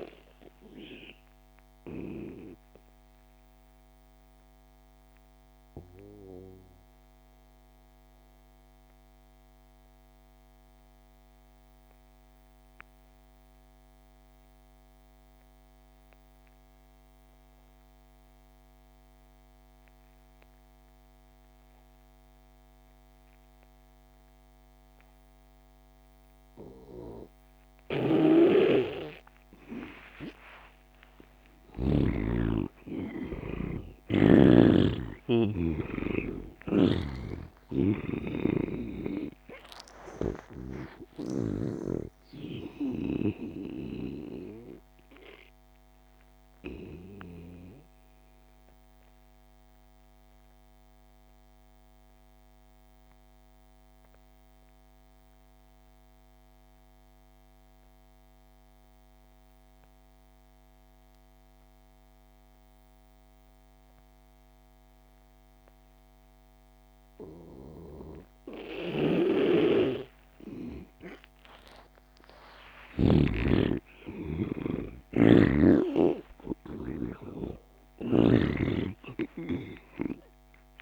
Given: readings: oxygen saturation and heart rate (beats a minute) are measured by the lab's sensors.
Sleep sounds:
breathing in sleep by a microphone on the trachea; 2
0.00-16.50 s: oxygen desaturation (device-marked, oxygen 83% lowest)
0.50-29.00 s: obstructive apnea (oxygen 98% before, 83% lowest)
28.50-32.00 s: snoring (device-marked)
29.50-53.50 s: oxygen desaturation (device-marked, oxygen 97% before, 83% lowest)
30.50-36.50 s: arousal
36.50-41.50 s: snoring (device-marked)
45.50-71.50 s: obstructive apnea (oxygen 97% before, 83% lowest)
69.50-73.00 s: snoring (device-marked)
70.50-80.82 s: oxygen desaturation (device-marked, oxygen 98% before, 85% lowest)
73.00-77.50 s: arousal
75.00-80.82 s: snoring (device-marked)
From the record:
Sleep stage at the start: N2 (light sleep); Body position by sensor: on the back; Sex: male

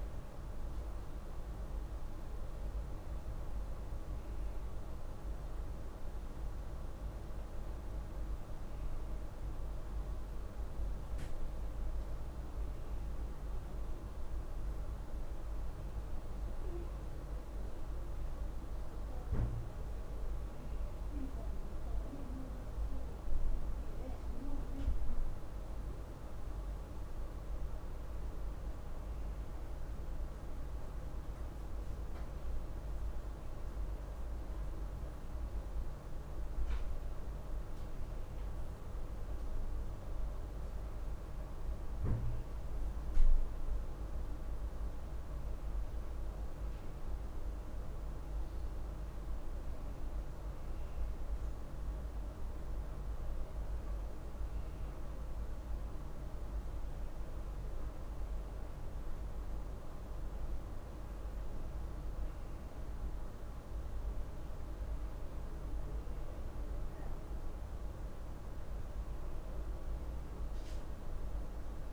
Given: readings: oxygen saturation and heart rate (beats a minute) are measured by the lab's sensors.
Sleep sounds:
a person awake in a sleep study, hard to hear, by a room microphone; none
none scored
From the record:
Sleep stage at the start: awake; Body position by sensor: on the back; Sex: female

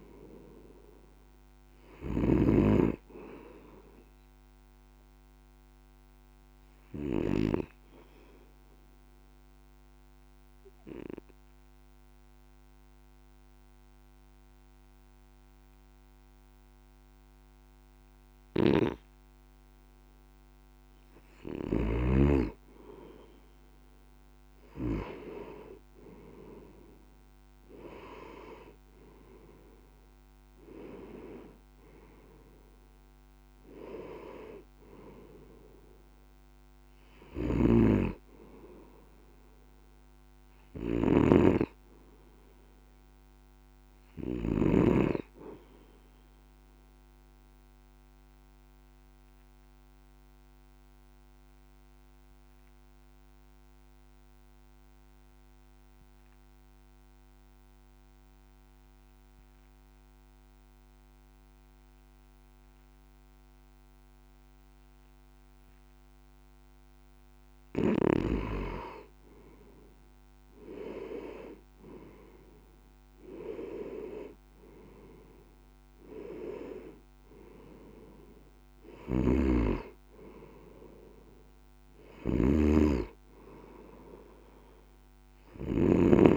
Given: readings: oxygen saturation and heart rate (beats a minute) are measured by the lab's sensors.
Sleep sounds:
breathing in sleep by a microphone on the trachea; 2
0.00-2.00 s: oxygen desaturation (device-marked, oxygen 93% lowest, heart rate 48 extreme)
5.00-8.00 s: arousal
9.50-21.00 s: mixed apnea (oxygen 97% before, 93% lowest, heart rate 51 before, 49 extreme, up 4 after)
18.00-25.00 s: oxygen desaturation (device-marked, oxygen 96% before, 93% lowest, heart rate 50 before, 49 extreme)
25.00-29.00 s: arousal
37.00-44.50 s: snoring (device-marked)
47.50-68.00 s: obstructive apnea (oxygen 96% before, 92% lowest, heart rate 52 before, 48 extreme, up 4 after)
70.50-75.00 s: arousal
79.00-86.37 s: snoring (device-marked)
From the record:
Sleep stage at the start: N2 (light sleep); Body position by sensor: on the back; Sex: male

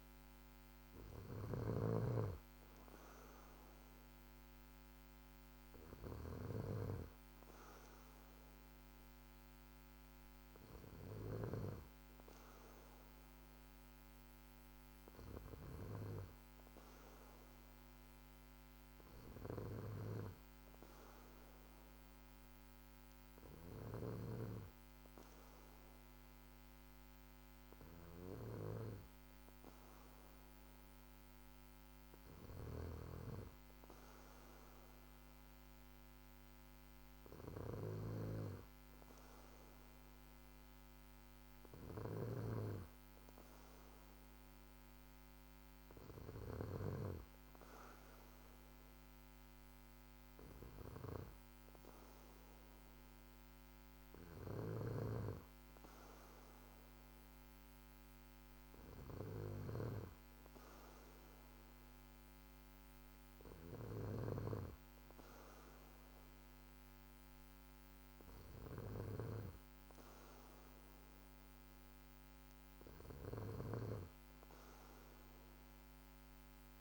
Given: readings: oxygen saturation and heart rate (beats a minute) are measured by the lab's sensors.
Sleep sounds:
breathing in sleep by a microphone on the trachea; none
0.00-6.50 s: snoring (device-marked)
19.00-24.00 s: snoring (device-marked)
32.00-46.50 s: snoring (device-marked)
54.00-64.00 s: snoring (device-marked)
From the record:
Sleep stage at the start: N2 (light sleep); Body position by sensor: on the back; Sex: male

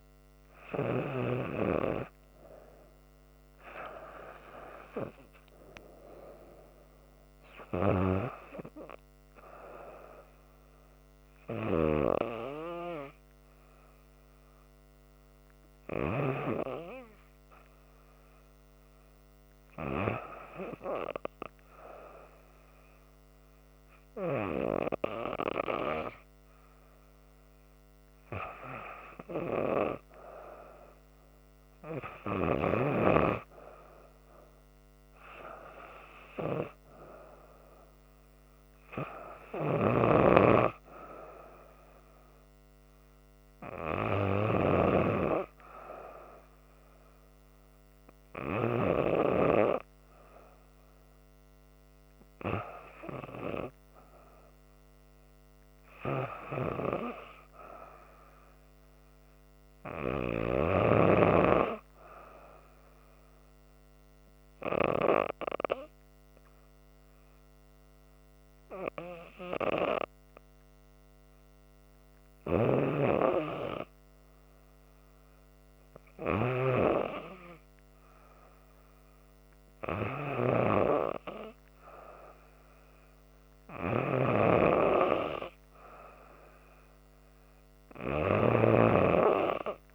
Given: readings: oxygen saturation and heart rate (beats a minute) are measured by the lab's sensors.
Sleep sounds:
breathing in sleep by a microphone on the trachea; 1
39.50-45.00 s: snoring (device-marked)
64.50-76.00 s: hypopnea (oxygen 95% before, 92% lowest, heart rate 75 before, 75 extreme, up 4 after)
72.50-76.50 s: snoring (device-marked)
78.00-81.50 s: arousal
79.50-89.95 s: oxygen desaturation (device-marked, oxygen 95% before, 92% lowest, heart rate 75 before, 77 extreme)
84.00-89.95 s: snoring (device-marked)
From the record:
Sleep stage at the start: REM sleep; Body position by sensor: on the back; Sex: female

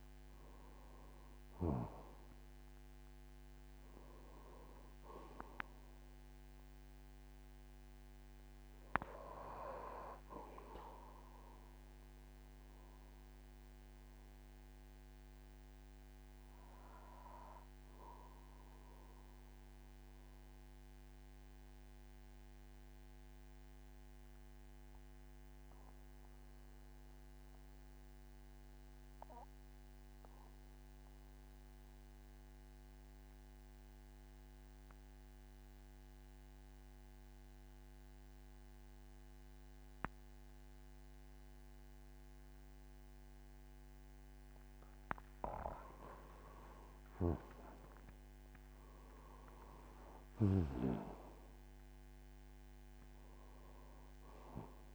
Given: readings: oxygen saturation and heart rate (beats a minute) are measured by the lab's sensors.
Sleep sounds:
breathing in sleep by a microphone on the trachea; 1
0.50-24.50 s: oxygen desaturation (device-marked, oxygen 99% before, 94% lowest, heart rate 51 before, 48 extreme)
17.50-46.00 s: mixed apnea (oxygen 99% before, 90% lowest, heart rate 54 before, 44 extreme, up 10 after)
43.50-54.95 s: oxygen desaturation (device-marked, oxygen 98% before, 90% lowest, heart rate 51 before, 44 extreme)
46.50-51.50 s: arousal
From the record:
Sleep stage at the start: N2 (light sleep); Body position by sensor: on the back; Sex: male

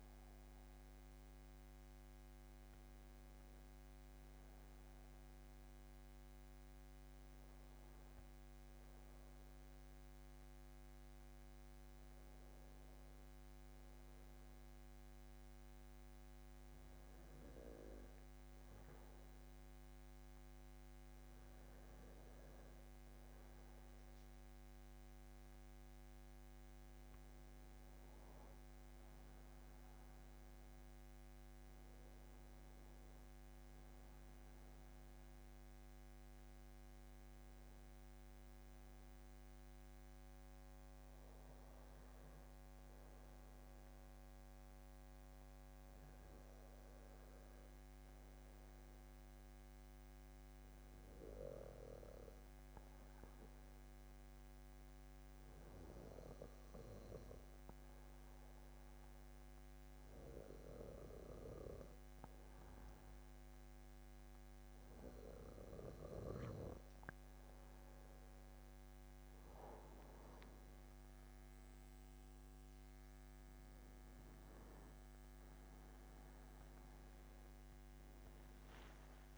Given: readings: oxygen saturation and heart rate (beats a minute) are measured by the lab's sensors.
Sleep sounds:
breathing in sleep by a microphone on the trachea; 2
6.00-24.00 s: hypopnea (oxygen 97% before, 93% lowest, heart rate 81 before, 71 extreme, up 0 after)
26.50-30.50 s: arousal
51.00-67.00 s: obstructive apnea (oxygen 97% before, 93% lowest, heart rate 74 before, 75 extreme, up 4 after)
69.00-72.50 s: arousal
69.00-79.38 s: oxygen desaturation (device-marked, oxygen 96% before, 93% lowest, heart rate 76 before, 73 extreme)
From the record:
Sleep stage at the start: N2 (light sleep); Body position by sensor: on the back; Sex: male

